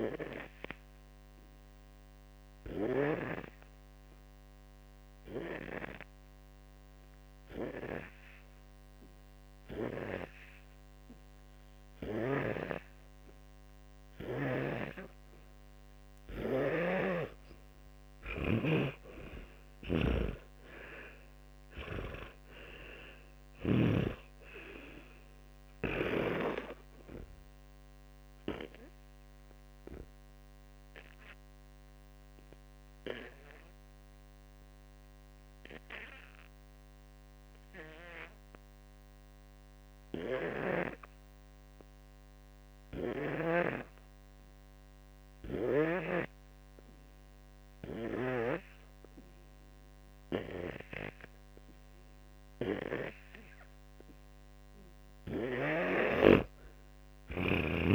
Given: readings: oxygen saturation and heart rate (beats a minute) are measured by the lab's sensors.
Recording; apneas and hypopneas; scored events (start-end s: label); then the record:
breathing in sleep by a microphone on the trachea; 2
3.00-16.50 s: hypopnea (oxygen 97% before, 87% lowest, heart rate 62 before, 54 extreme, up 52 after)
14.00-23.50 s: snoring (device-marked)
18.00-22.00 s: arousal
29.00-52.00 s: hypopnea (oxygen 98% before, 87% lowest, heart rate 73 before, 54 extreme, up 29 after)
31.00-38.00 s: oxygen desaturation (device-marked, oxygen 98% before, 92% lowest, heart rate 74 before, 54 extreme)
55.50-57.94 s: snoring (device-marked)
From the record:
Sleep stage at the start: N2 (light sleep); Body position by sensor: on the back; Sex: male